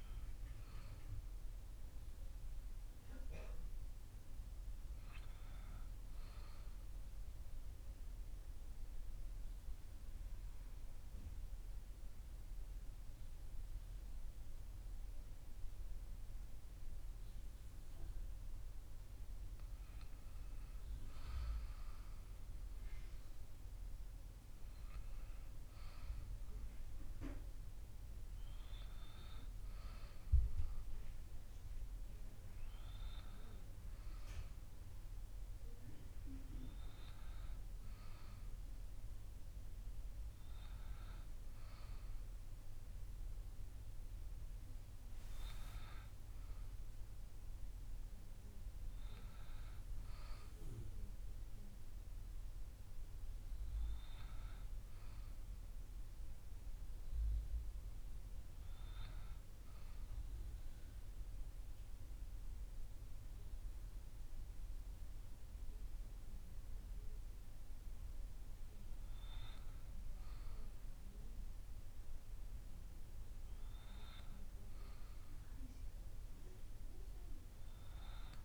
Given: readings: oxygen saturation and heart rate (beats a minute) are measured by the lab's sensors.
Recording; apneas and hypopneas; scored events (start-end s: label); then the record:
breathing in sleep by a room microphone; 1
6.00-18.00 s: central apnea (oxygen 97% before, 94% lowest)
19.50-25.00 s: arousal
From the record:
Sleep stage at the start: REM sleep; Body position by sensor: on the back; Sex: male